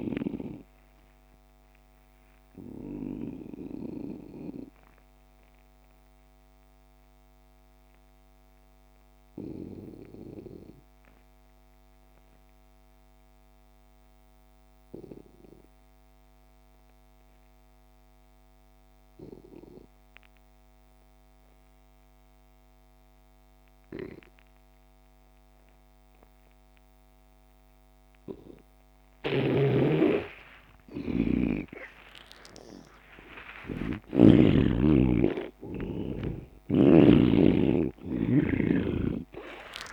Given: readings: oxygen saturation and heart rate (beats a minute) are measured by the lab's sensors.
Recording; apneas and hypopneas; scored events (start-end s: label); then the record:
breathing in sleep by a microphone on the trachea; 1
0.00-14.50 s: oxygen desaturation (device-marked, oxygen 85% lowest)
1.00-30.50 s: obstructive apnea (oxygen 99% before, 83% lowest)
25.50-39.93 s: oxygen desaturation (device-marked, oxygen 99% before, 83% lowest)
29.50-34.50 s: snoring (device-marked)
32.50-37.00 s: arousal
From the record:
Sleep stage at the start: N2 (light sleep); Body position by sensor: on the back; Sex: male